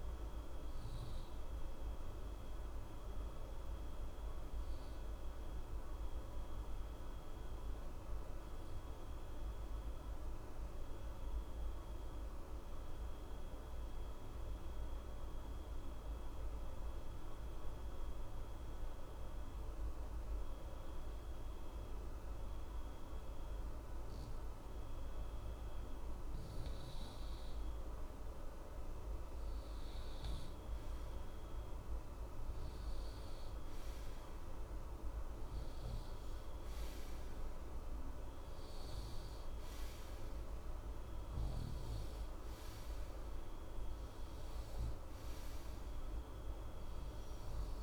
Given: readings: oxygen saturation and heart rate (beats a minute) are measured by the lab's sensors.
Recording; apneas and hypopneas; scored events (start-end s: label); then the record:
breathing in sleep, hard to hear, by a room microphone; 1
0.00-3.00 s: arousal
5.00-27.00 s: obstructive apnea (oxygen 95% before, 88% lowest, heart rate 60 before, 60 extreme, up 0 after)
28.50-47.83 s: oxygen desaturation (device-marked, oxygen 95% before, 88% lowest, heart rate 60 before, 60 extreme)
29.50-33.50 s: arousal
From the record:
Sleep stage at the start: N2 (light sleep); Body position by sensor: on the right side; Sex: male